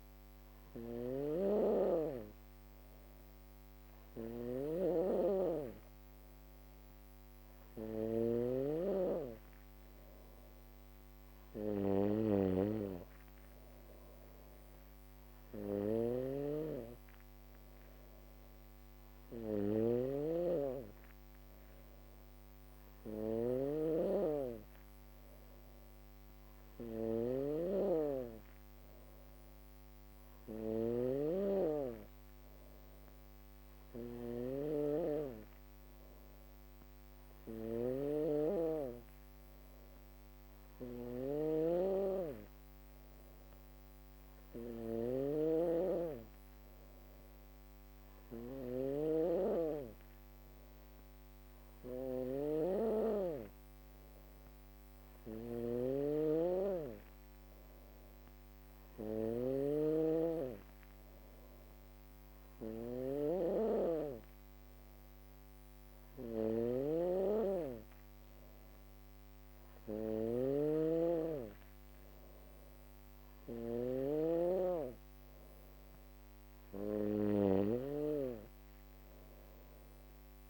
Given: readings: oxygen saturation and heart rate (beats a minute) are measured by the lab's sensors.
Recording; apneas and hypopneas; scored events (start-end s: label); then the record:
breathing in sleep by a microphone on the trachea; none
0.00-80.50 s: snoring (device-marked)
From the record:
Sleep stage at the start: N2 (light sleep); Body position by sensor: on the back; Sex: female